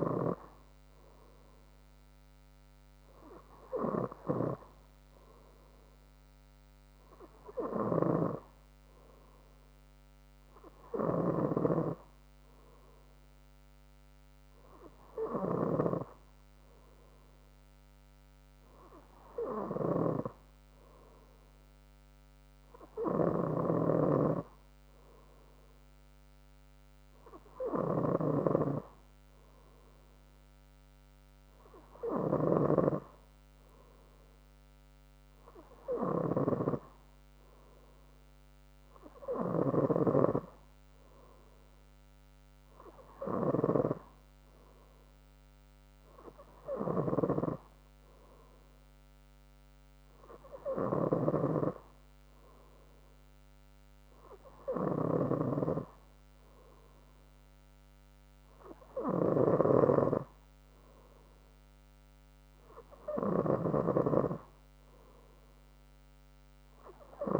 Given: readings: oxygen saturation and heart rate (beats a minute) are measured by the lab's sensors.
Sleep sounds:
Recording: breathing in sleep by a microphone on the trachea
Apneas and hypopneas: none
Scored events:
none scored
From the record:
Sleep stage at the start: N3 (deep sleep)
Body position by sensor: on the front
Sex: female

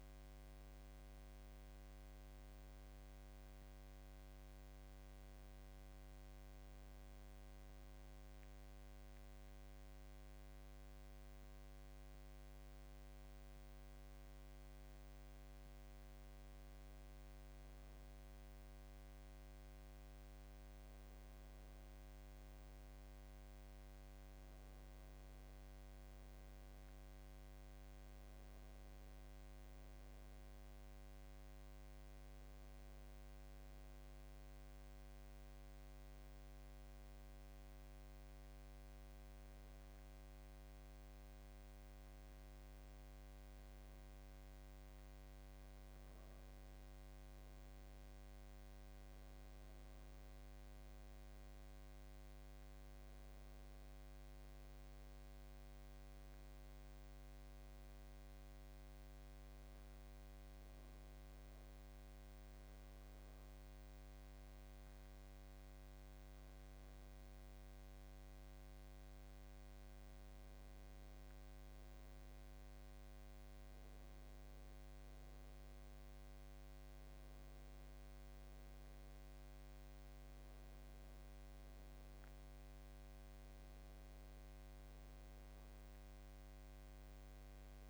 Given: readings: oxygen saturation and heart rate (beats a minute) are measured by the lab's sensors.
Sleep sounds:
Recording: breathing in sleep, hard to hear, by a microphone on the trachea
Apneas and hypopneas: 3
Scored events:
0.00-3.00 s: arousal
6.00-16.50 s: central apnea (oxygen 98% before, 91% lowest, heart rate 87 before, 82 extreme, up 3 after)
18.00-43.00 s: oxygen desaturation (device-marked, oxygen 96% before, 92% lowest, heart rate 85 before, 81 extreme)
18.00-87.90 s: new sleep stage, N2 (light sleep)
18.50-22.50 s: arousal
33.00-46.00 s: hypopnea (oxygen 96% before, 91% lowest, heart rate 87 before, 81 extreme, up 5 after)
48.50-52.50 s: arousal
57.00-67.00 s: obstructive apnea (oxygen 94% before, 90% lowest, heart rate 84 before, 82 extreme, up 5 after)
70.00-73.50 s: arousal
From the record:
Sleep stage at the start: N1 (lightest sleep)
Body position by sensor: on the back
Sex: male

